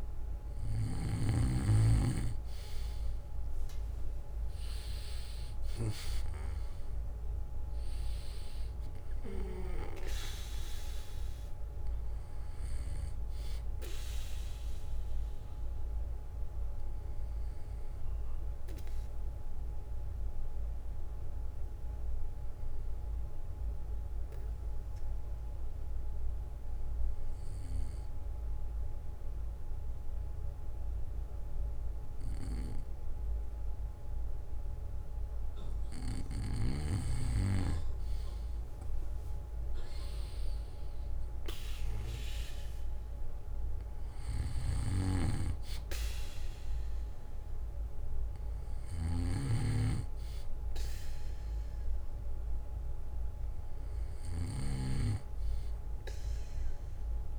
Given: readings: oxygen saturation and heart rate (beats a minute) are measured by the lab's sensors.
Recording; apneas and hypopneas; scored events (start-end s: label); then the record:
breathing in sleep by a room microphone; 1
0.00-1.00 s: snoring (device-marked)
4.00-9.50 s: arousal
16.50-34.00 s: obstructive apnea (oxygen 95% before, 93% lowest, heart rate 66 before, 57 extreme, up 11 after)
19.00-22.00 s: bradycardia (device-marked, heart rate 63 before, 59 extreme)
39.00-42.00 s: arousal
From the record:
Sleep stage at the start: N2 (light sleep); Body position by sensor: on the back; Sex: male